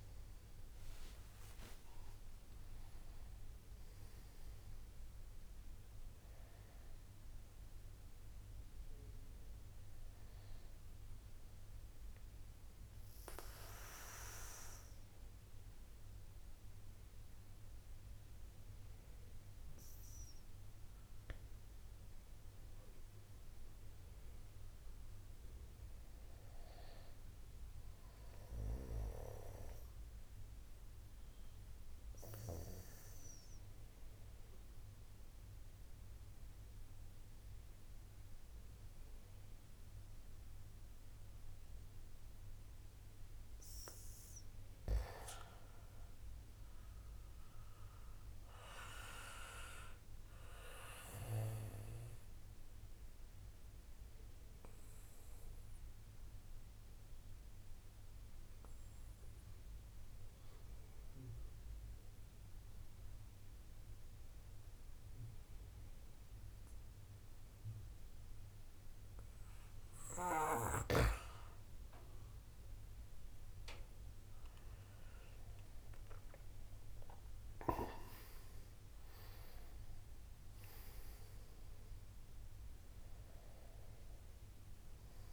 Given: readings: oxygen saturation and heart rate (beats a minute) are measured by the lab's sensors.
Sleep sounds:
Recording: breathing in sleep by a room microphone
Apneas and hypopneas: 3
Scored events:
0.00-18.00 s: oxygen desaturation (device-marked, oxygen 93% lowest, heart rate 52 extreme)
3.00-6.50 s: arousal
11.00-21.00 s: mixed apnea (oxygen 96% before, 92% lowest, heart rate 61 before, 59 extreme, up 7 after)
23.00-26.00 s: arousal
29.00-85.33 s: new sleep stage, N2 (light sleep)
30.00-43.00 s: obstructive apnea (oxygen 96% before, 91% lowest, heart rate 65 before, 49 extreme, up 1 after)
46.50-50.00 s: arousal
52.00-69.00 s: oxygen desaturation (device-marked, oxygen 95% before, 92% lowest, heart rate 62 before, 62 extreme)
53.50-69.50 s: obstructive apnea (oxygen 96% before, 90% lowest, heart rate 62 before, 62 extreme, up 3 after)
76.00-85.33 s: oxygen desaturation (device-marked, oxygen 96% before, 91% lowest, heart rate 65 before, 59 extreme)
76.50-81.50 s: arousal
From the record:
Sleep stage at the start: N1 (lightest sleep)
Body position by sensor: on the back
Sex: male

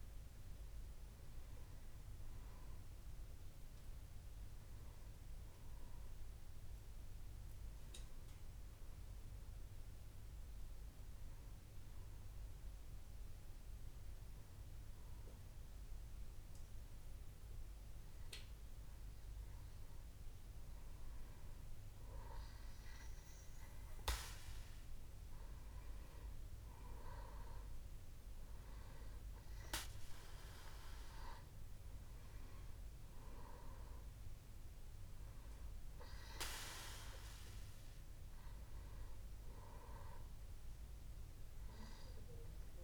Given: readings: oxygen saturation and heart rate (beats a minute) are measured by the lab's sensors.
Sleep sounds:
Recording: breathing in sleep by a room microphone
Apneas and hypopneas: 1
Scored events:
0.00-4.50 s: oxygen desaturation (device-marked, oxygen 92% lowest, heart rate 62 extreme)
5.00-8.00 s: arousal
10.50-22.00 s: hypopnea (oxygen 97% before, 93% lowest, heart rate 77 before, 62 extreme, up 1 after)
22.50-26.50 s: arousal
From the record:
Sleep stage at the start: N1 (lightest sleep)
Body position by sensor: on the back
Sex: male

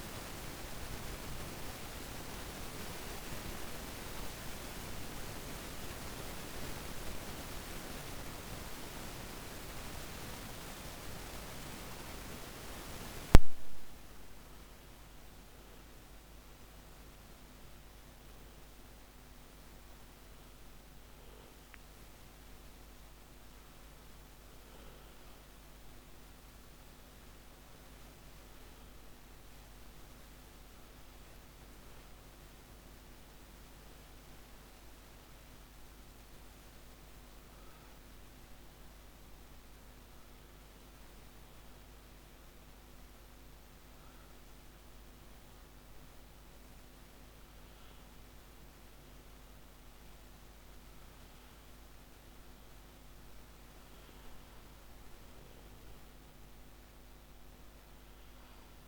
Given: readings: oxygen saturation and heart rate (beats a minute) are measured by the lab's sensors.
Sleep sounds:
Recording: breathing in sleep by a microphone on the trachea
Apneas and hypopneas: none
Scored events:
none scored
From the record:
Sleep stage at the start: N1 (lightest sleep)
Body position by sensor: on the back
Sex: male

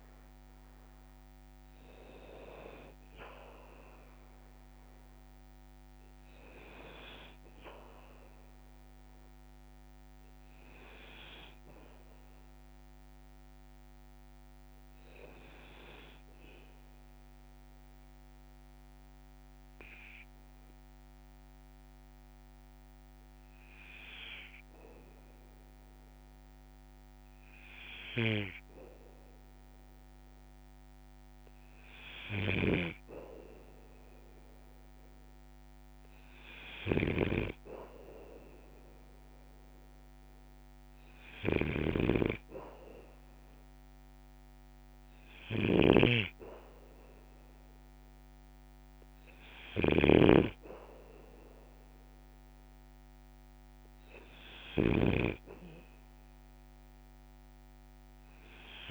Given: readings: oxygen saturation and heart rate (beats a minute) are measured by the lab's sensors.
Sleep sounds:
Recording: breathing in sleep by a microphone on the trachea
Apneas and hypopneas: 1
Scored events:
17.00-31.00 s: obstructive apnea (oxygen 97% before, 95% lowest, heart rate 58 before, 49 extreme, up 2 after)
32.00-58.91 s: snoring (device-marked)
33.50-36.50 s: arousal
From the record:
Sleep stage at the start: N2 (light sleep)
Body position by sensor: on the back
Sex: male

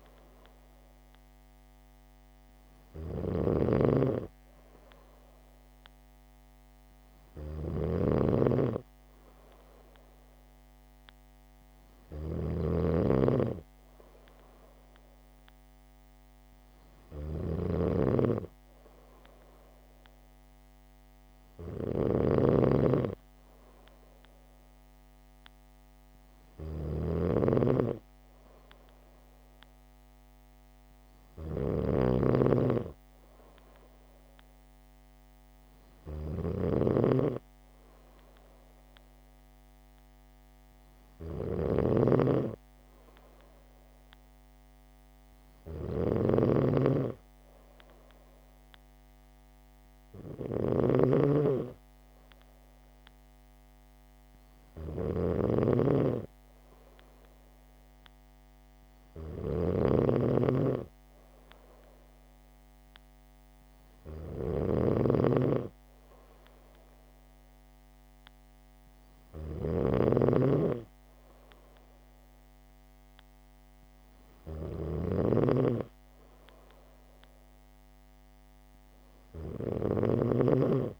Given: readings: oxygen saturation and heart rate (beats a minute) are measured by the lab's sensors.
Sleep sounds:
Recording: breathing in sleep by a microphone on the trachea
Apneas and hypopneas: none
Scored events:
0.00-80.99 s: snoring (device-marked)
From the record:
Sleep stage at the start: N2 (light sleep)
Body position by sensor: on the back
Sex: female

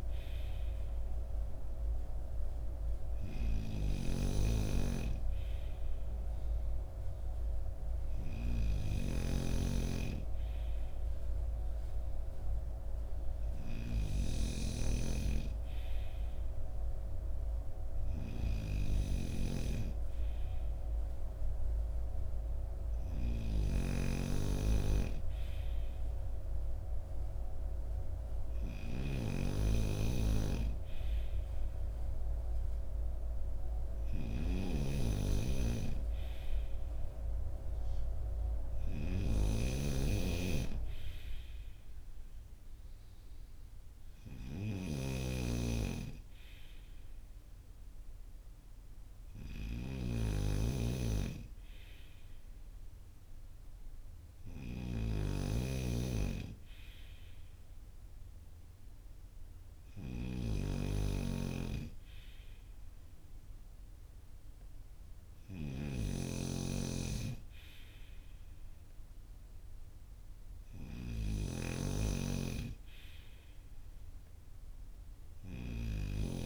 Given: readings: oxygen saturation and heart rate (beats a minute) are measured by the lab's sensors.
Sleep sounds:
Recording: breathing in sleep by a room microphone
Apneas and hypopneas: none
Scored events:
0.00-76.46 s: snoring (device-marked)
From the record:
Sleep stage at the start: N2 (light sleep)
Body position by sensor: on the front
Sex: male

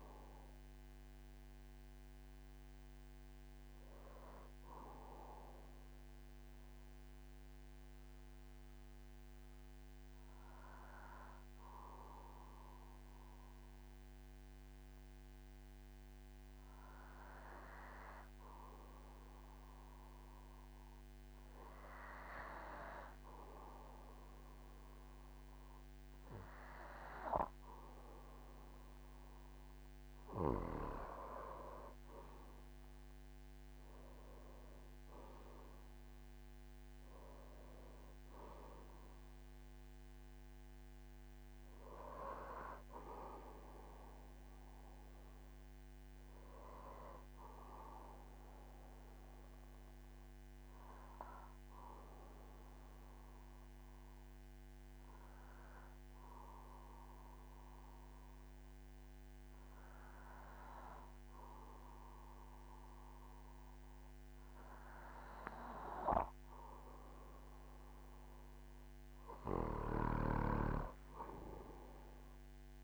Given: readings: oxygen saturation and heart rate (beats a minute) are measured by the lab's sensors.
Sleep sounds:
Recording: breathing in sleep by a microphone on the trachea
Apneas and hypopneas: 2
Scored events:
0.00-11.00 s: oxygen desaturation (device-marked, oxygen 94% lowest, heart rate 45 extreme)
4.50-21.00 s: obstructive apnea (oxygen 98% before, 94% lowest, heart rate 62 before, 45 extreme, up 6 after)
29.00-58.00 s: oxygen desaturation (device-marked, oxygen 98% before, 94% lowest, heart rate 47 before, 47 extreme)
31.50-35.50 s: arousal
49.50-66.50 s: obstructive apnea (oxygen 98% before, 93% lowest, heart rate 55 before, 47 extreme, up 8 after)
71.00-72.84 s: arousal
From the record:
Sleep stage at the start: N2 (light sleep)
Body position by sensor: on the back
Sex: male

